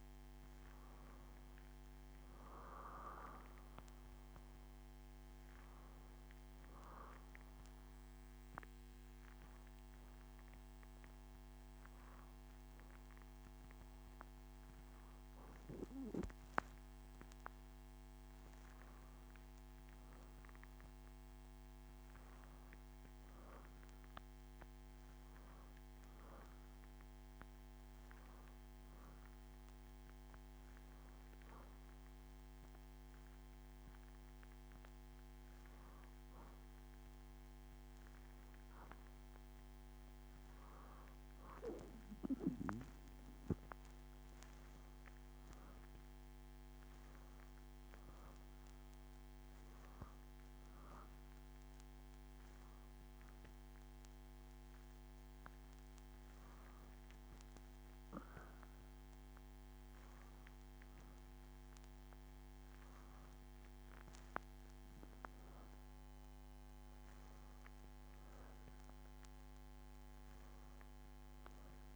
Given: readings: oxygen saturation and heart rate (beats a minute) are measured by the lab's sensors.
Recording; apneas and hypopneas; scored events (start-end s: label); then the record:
breathing in sleep by a microphone on the trachea; 2
7.50-18.00 s: hypopnea (oxygen 96% before, 91% lowest, heart rate 71 before, 70 extreme, up 3 after)
19.00-23.00 s: arousal
31.00-41.50 s: hypopnea (oxygen 96% before, 91% lowest, heart rate 71 before, 71 extreme, up 7 after)
43.50-47.50 s: arousal
68.50-71.95 s: arousal
From the record:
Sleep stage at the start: N2 (light sleep); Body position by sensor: on the back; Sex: female